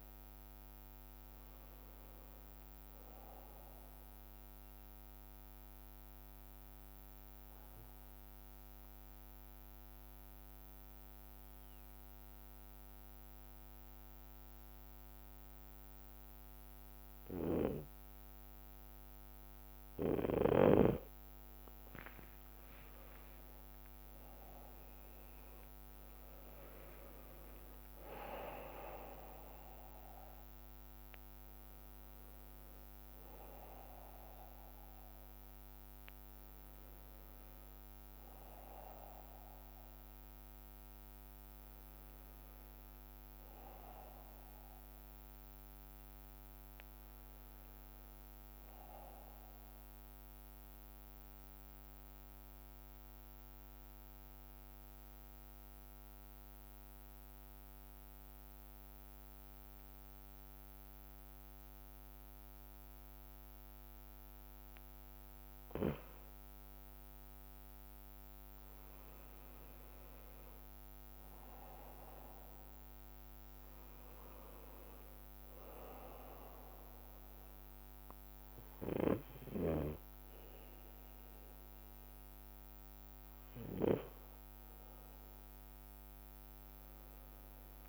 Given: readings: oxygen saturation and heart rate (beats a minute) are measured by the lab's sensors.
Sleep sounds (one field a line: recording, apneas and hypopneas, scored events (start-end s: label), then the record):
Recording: breathing in sleep by a microphone on the trachea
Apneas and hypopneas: 2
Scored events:
0.00-2.50 s: arousal
0.00-6.50 s: drop in pulse transit time (device-marked, heart rate 57 extreme)
0.50-23.50 s: bradycardia (device-marked, heart rate 64 before, 56 extreme)
4.00-20.00 s: mixed apnea (oxygen 93% before, 91% lowest, heart rate 66 before, 56 extreme, up 4 after)
22.50-27.00 s: arousal
24.50-38.50 s: drop in pulse transit time (device-marked, heart rate 57 before, 58 extreme)
26.50-49.50 s: bradycardia (device-marked, heart rate 64 before, 58 extreme)
50.00-65.00 s: central apnea (oxygen 95% before, 91% lowest, heart rate 59 before, 55 extreme, up 4 after)
50.50-87.89 s: bradycardia (device-marked, heart rate 64 before, 55 extreme)
68.00-72.50 s: arousal
75.50-87.89 s: oxygen desaturation (device-marked, oxygen 96% before, 92% lowest, heart rate 57 before, 55 extreme)
From the record:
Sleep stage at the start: N2 (light sleep)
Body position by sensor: on the right side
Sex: male